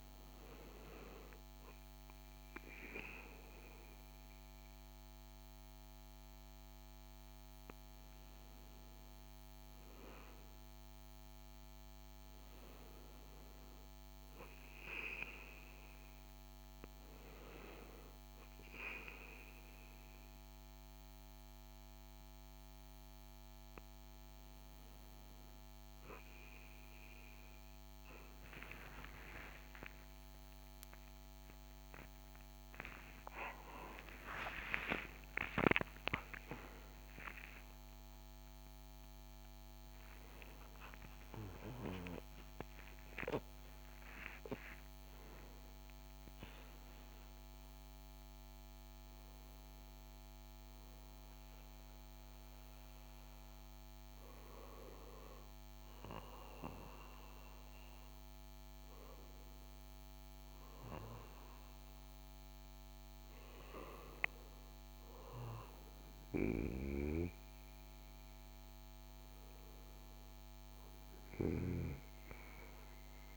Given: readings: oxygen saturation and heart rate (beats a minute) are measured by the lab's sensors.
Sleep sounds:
a person partly awake in a sleep study, by a microphone on the trachea; none
30.50-60.50 s: new sleep stage, awake
60.50-73.37 s: new sleep stage, N2 (light sleep)
From the record:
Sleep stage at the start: N2 (light sleep); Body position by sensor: on the back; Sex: male

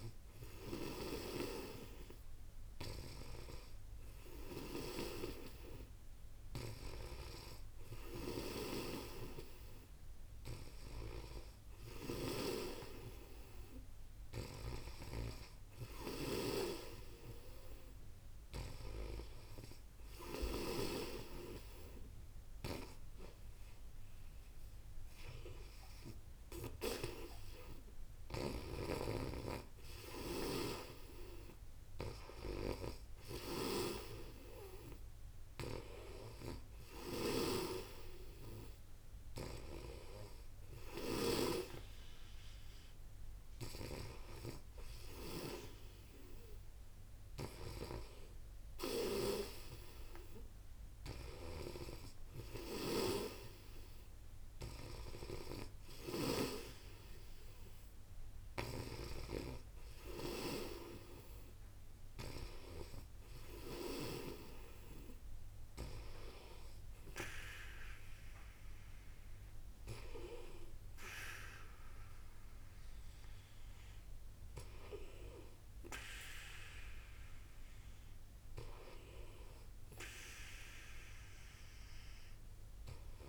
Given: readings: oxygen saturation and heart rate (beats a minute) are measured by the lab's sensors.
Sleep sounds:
breathing in sleep by a room microphone; none
0.00-4.50 s: snoring (device-marked)
6.50-18.50 s: snoring (device-marked)
30.00-41.00 s: snoring (device-marked)
43.00-64.00 s: snoring (device-marked)
From the record:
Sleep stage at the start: N2 (light sleep); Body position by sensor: on the back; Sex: female

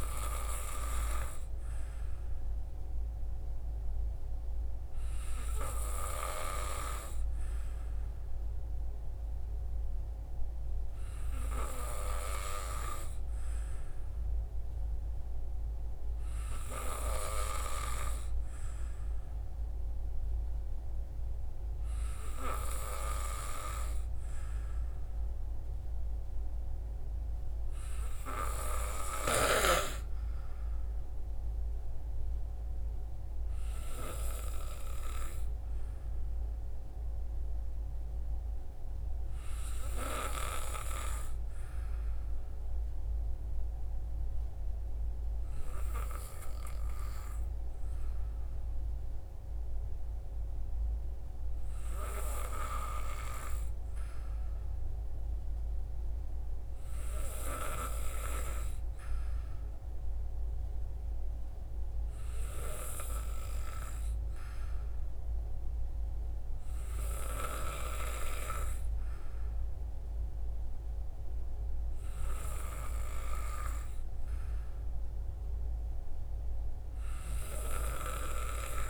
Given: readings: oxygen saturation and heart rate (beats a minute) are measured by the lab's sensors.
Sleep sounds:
breathing in sleep by a room microphone; none
none scored
From the record:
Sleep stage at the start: N2 (light sleep); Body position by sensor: on the back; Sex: male

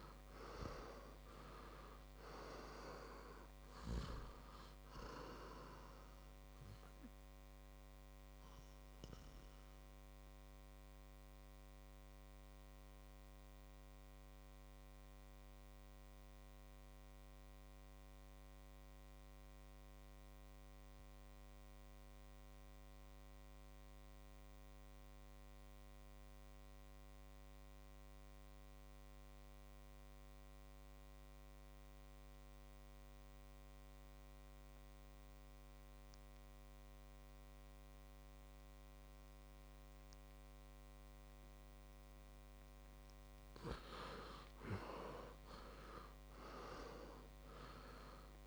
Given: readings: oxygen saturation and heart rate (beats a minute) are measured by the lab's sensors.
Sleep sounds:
breathing in sleep by a microphone on the trachea; 1
0.00-1.50 s: arousal
0.00-22.00 s: oxygen desaturation (device-marked, oxygen 88% lowest, heart rate 58 extreme)
9.00-41.50 s: obstructive apnea (oxygen 100% before, 86% lowest, heart rate 63 before, 55 extreme, up 8 after)
38.00-48.47 s: oxygen desaturation (device-marked, oxygen 99% before, 86% lowest, heart rate 61 before, 50 extreme)
44.00-48.47 s: arousal
From the record:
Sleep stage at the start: N2 (light sleep); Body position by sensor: on the back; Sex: male

